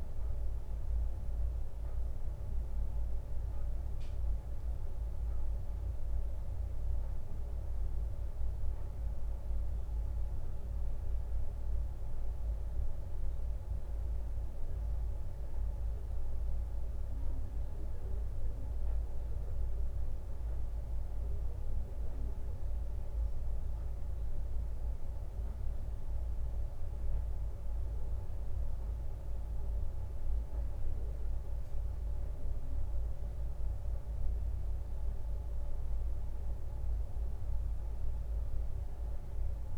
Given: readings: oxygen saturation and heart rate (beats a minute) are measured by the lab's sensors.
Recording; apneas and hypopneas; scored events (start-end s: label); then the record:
breathing in sleep, hard to hear, by a room microphone; none
6.00-10.50 s: leg movement (device-marked)
From the record:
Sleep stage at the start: N1 (lightest sleep); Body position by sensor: on the right side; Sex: male